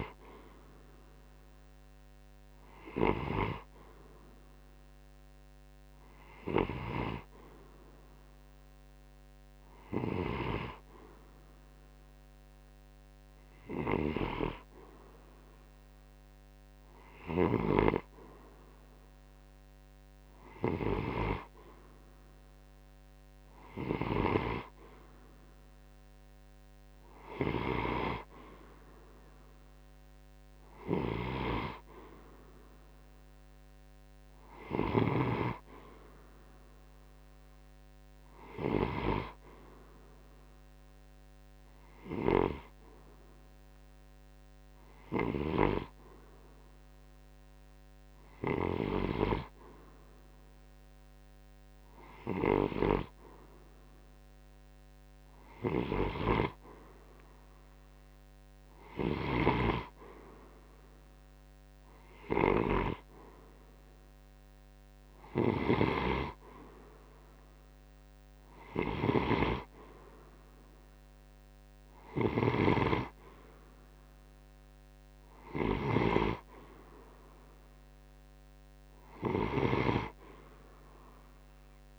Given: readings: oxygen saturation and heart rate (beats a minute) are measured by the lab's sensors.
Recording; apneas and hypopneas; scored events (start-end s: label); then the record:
breathing in sleep by a microphone on the trachea; none
16.50-20.50 s: snoring (device-marked)
34.00-38.50 s: snoring (device-marked)
55.00-81.99 s: snoring (device-marked)
From the record:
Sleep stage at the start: N2 (light sleep); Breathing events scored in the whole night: 174 in 4.2 hours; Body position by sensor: on the right side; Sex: male